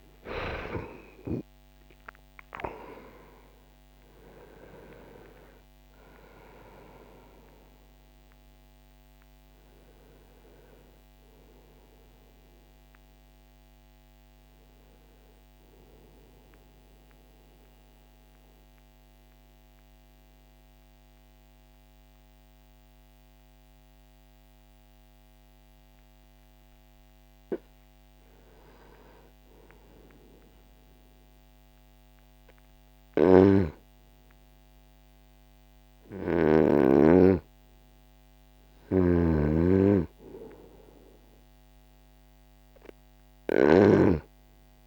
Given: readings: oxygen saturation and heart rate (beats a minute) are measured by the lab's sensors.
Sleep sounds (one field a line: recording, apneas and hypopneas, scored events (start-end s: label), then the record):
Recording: breathing in sleep by a microphone on the trachea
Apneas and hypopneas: 1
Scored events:
0.00-2.50 s: arousal
0.50-4.50 s: oxygen desaturation (device-marked, oxygen 97% before, 93% lowest, heart rate 60 before, 59 extreme)
16.00-27.00 s: mixed apnea (oxygen 98% before, 91% lowest, heart rate 67 before, 59 extreme, up 4 after)
23.50-33.50 s: oxygen desaturation (device-marked, oxygen 96% before, 91% lowest, heart rate 66 before, 59 extreme)
29.00-34.00 s: arousal
From the record:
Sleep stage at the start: N2 (light sleep)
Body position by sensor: on the right side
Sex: male